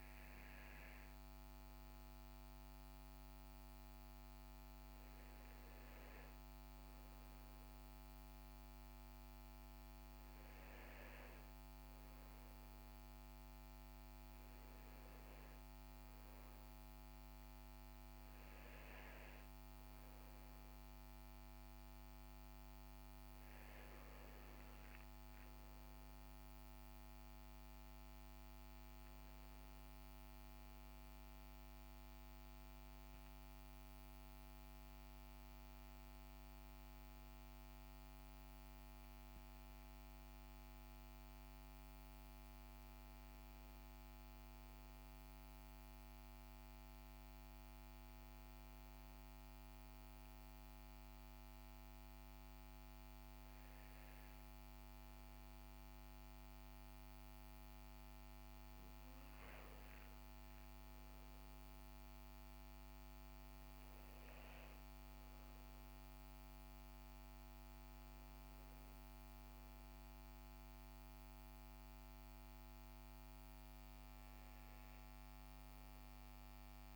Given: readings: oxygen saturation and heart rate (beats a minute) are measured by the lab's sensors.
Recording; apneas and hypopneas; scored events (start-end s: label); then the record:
breathing in sleep, hard to hear, by a microphone on the trachea; 1
47.50-59.00 s: hypopnea (oxygen 96% before, 93% lowest, heart rate 63 before, 62 extreme, up 7 after)
60.00-63.00 s: arousal
From the record:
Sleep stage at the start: N2 (light sleep); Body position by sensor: on the right side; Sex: male